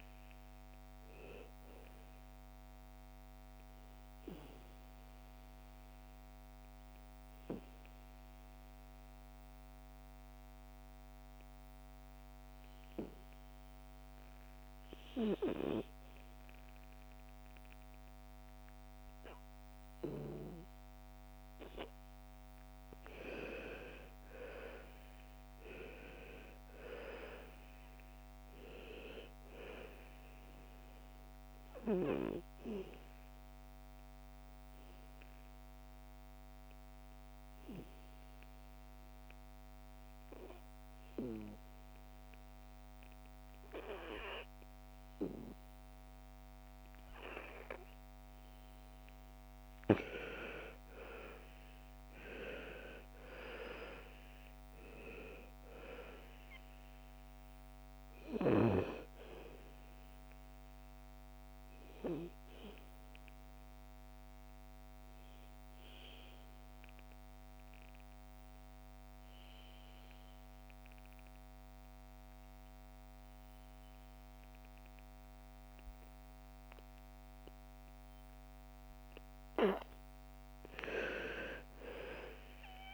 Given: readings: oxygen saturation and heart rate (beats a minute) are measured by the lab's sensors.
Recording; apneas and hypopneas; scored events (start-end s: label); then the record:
breathing in sleep by a microphone on the trachea; 3
0.00-20.50 s: oxygen desaturation (device-marked, oxygen 88% lowest, heart rate 55 extreme)
5.00-21.50 s: obstructive apnea (oxygen 97% before, 87% lowest, heart rate 61 before, 55 extreme, up 9 after)
23.50-27.50 s: arousal
29.50-41.50 s: oxygen desaturation (device-marked, oxygen 98% before, 87% lowest, heart rate 57 before, 56 extreme)
32.00-49.50 s: obstructive apnea (oxygen 98% before, 85% lowest, heart rate 58 before, 56 extreme, up 11 after)
51.00-55.00 s: arousal
54.50-70.50 s: oxygen desaturation (device-marked, oxygen 98% before, 87% lowest, heart rate 58 before, 56 extreme)
62.00-78.50 s: obstructive apnea (oxygen 98% before, 85% lowest, heart rate 60 before, 55 extreme, up 8 after)
81.50-82.93 s: arousal
81.50-82.93 s: oxygen desaturation (device-marked, oxygen 98% before, 85% lowest, heart rate 57 before, 55 extreme)
From the record:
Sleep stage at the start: N2 (light sleep); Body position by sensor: on the back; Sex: female